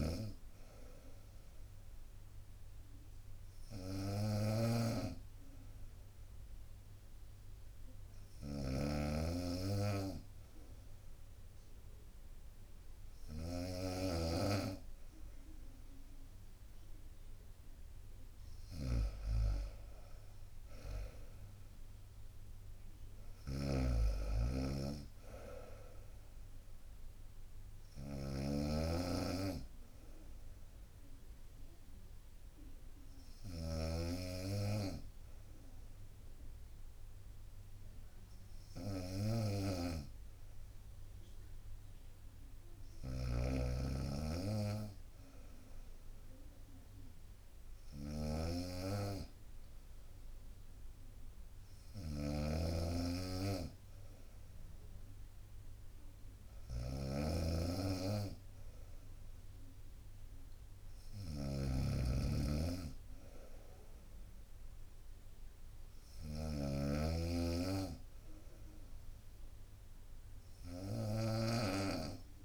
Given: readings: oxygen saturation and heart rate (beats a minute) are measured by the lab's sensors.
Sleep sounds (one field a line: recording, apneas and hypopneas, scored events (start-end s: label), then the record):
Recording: breathing in sleep by a room microphone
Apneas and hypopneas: none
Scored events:
0.00-72.45 s: snoring (device-marked)
50.50-66.50 s: drop in pulse transit time (device-marked, heart rate 64 before, 65 extreme)
From the record:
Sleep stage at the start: N2 (light sleep)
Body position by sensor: on the right side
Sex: female